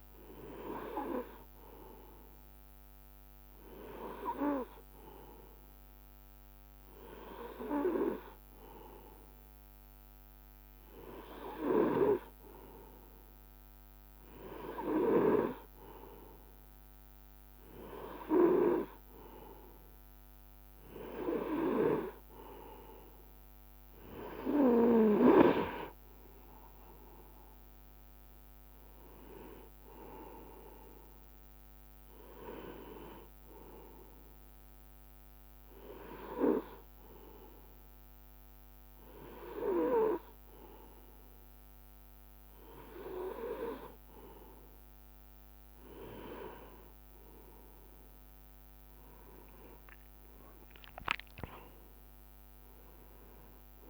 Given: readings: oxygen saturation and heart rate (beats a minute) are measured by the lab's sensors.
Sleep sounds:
breathing in sleep by a microphone on the trachea; none
none scored
From the record:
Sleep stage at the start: N2 (light sleep); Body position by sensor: on the right side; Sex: male

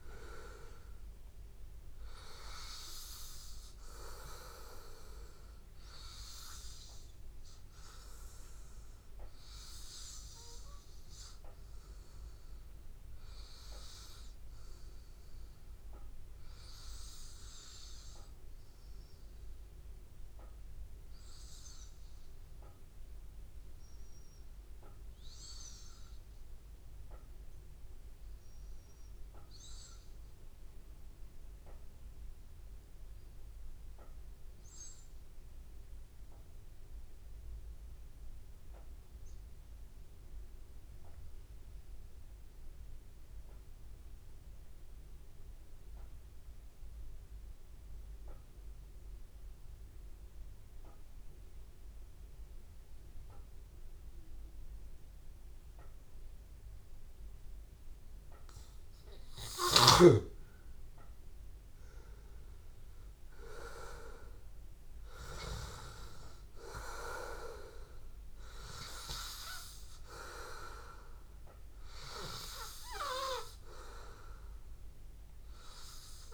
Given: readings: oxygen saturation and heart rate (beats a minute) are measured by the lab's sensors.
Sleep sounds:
breathing in sleep by a room microphone; 1
12.00-57.00 s: hypopnea (oxygen 97% before, 92% lowest, heart rate 83 before, 80 extreme, up 3 after)
38.50-76.34 s: oxygen desaturation (device-marked, oxygen 98% before, 92% lowest, heart rate 81 before, 78 extreme)
59.50-63.00 s: arousal
From the record:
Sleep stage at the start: N2 (light sleep); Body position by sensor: on the back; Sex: male

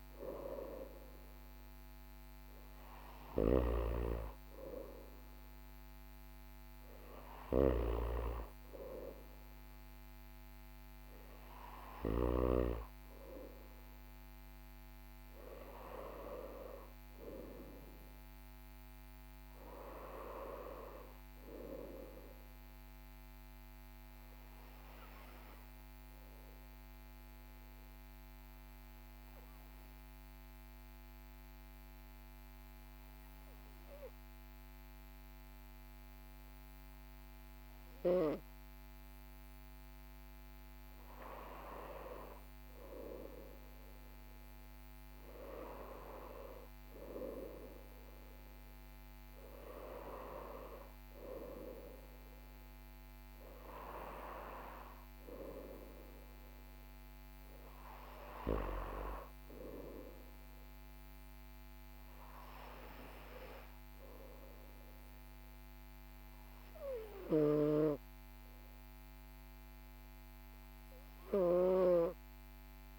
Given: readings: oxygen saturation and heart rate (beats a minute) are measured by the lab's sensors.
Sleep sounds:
breathing in sleep by a microphone on the trachea; none
none scored
From the record:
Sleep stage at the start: N2 (light sleep); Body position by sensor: on the right side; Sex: male

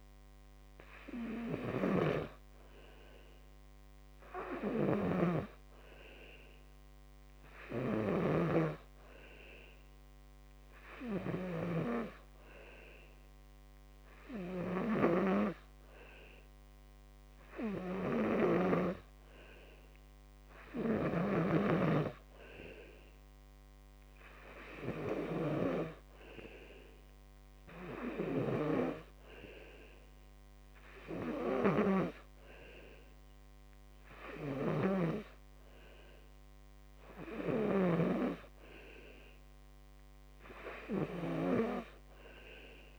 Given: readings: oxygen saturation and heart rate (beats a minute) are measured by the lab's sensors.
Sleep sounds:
breathing in sleep by a microphone on the trachea; none
5.00-9.00 s: snoring (device-marked)
18.50-22.00 s: snoring (device-marked)
25.50-42.99 s: oxygen desaturation (device-marked, oxygen 94% before, 90% lowest, heart rate 56 before, 50 extreme)
From the record:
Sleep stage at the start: N2 (light sleep); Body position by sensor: on the back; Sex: male

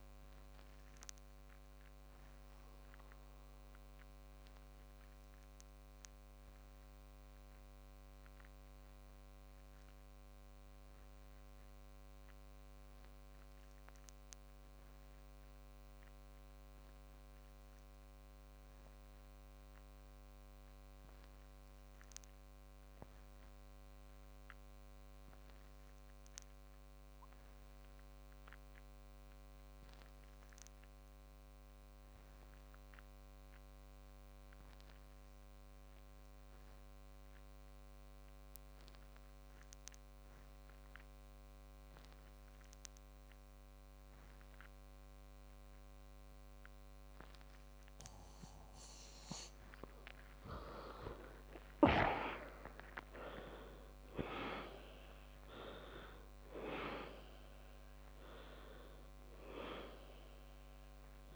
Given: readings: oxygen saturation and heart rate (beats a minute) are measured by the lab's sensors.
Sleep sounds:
breathing in sleep by a microphone on the trachea; 1
3.00-49.50 s: obstructive apnea (oxygen 99% before, 84% lowest, heart rate 76 before, 58 extreme, up 24 after)
52.00-56.50 s: arousal
From the record:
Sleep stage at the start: REM sleep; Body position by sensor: on the back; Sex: male

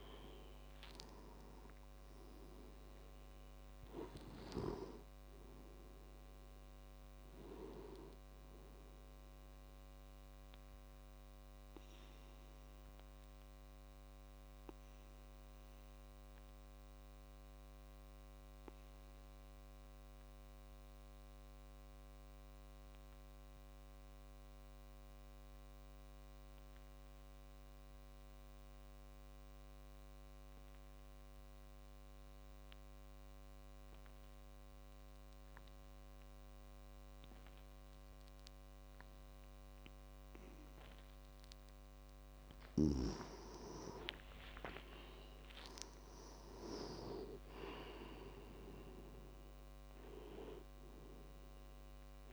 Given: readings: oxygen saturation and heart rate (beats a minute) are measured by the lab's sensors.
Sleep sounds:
breathing in sleep by a microphone on the trachea; 1
0.00-21.50 s: oxygen desaturation (device-marked, oxygen 89% lowest)
11.00-40.50 s: obstructive apnea (oxygen 98% before, 89% lowest)
37.50-52.33 s: oxygen desaturation (device-marked, oxygen 98% before, 89% lowest)
43.50-48.00 s: arousal
From the record:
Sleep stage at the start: N2 (light sleep); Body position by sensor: on the back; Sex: male

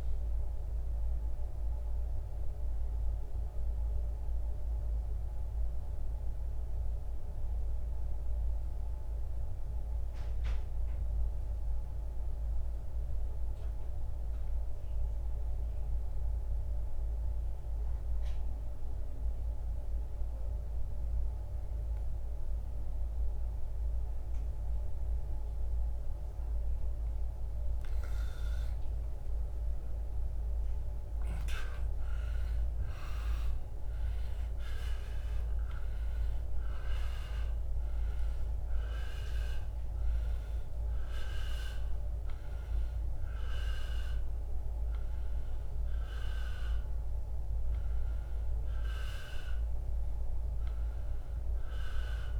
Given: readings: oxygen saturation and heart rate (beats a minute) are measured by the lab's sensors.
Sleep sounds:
breathing in sleep by a room microphone; 1
5.00-26.00 s: obstructive apnea (oxygen 98% before, 81% lowest, heart rate 81 before, 58 extreme)
25.50-52.40 s: oxygen desaturation (device-marked, oxygen 96% before, 81% lowest, heart rate 72 before, 61 extreme)
27.00-32.50 s: arousal
From the record:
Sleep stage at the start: N1 (lightest sleep); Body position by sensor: on the back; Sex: male

